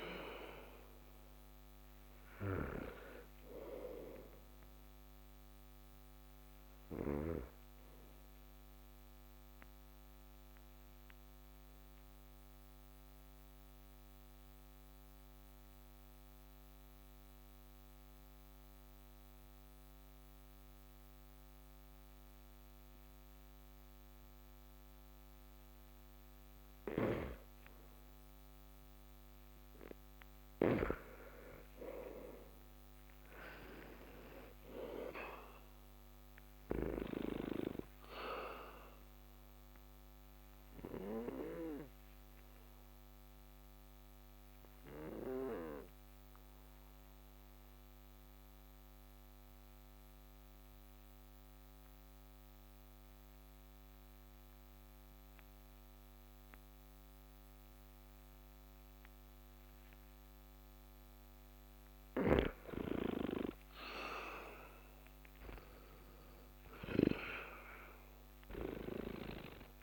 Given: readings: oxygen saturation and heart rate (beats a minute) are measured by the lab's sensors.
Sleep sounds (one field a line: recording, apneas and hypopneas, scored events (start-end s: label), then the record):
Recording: breathing in sleep by a microphone on the trachea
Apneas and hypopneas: 2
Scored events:
0.00-25.00 s: oxygen desaturation (device-marked, oxygen 97% before, 83% lowest)
2.00-7.00 s: snoring (device-marked)
8.00-27.00 s: obstructive apnea (oxygen 98% before, 83% lowest)
26.50-37.00 s: snoring (device-marked)
30.50-34.50 s: arousal
36.00-59.00 s: oxygen desaturation (device-marked, oxygen 98% before, 88% lowest)
39.00-61.00 s: obstructive apnea (oxygen 98% before, 86% lowest)
62.00-69.83 s: snoring (device-marked)
63.00-66.00 s: arousal
From the record:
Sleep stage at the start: N2 (light sleep)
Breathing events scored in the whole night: 562 in 5.9 hours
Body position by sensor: on the back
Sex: male